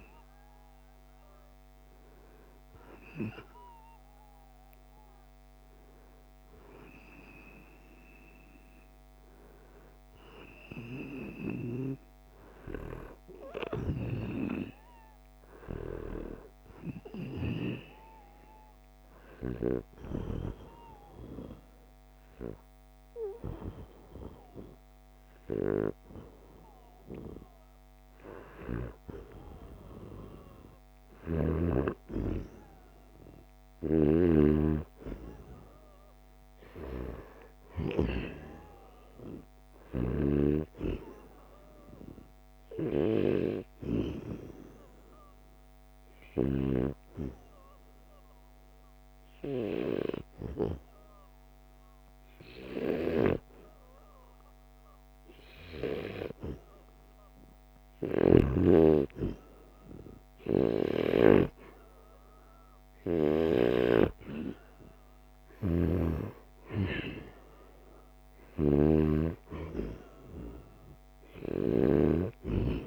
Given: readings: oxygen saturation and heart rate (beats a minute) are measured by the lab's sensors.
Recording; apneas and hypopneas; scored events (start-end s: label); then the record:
breathing in sleep by a microphone on the trachea; 2
18.00-28.00 s: hypopnea (oxygen 95% before, 88% lowest, heart rate 80 before, 79 extreme)
30.50-34.50 s: arousal
46.50-56.50 s: obstructive apnea (oxygen 94% before, 87% lowest, heart rate 81 before, 78 extreme, up 0 after)
58.50-62.00 s: arousal
62.50-72.87 s: oxygen desaturation (device-marked, oxygen 93% before, 88% lowest, heart rate 81 before, 73 extreme)
65.50-72.00 s: snoring (device-marked)
From the record:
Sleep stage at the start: N2 (light sleep); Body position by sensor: on the right side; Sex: male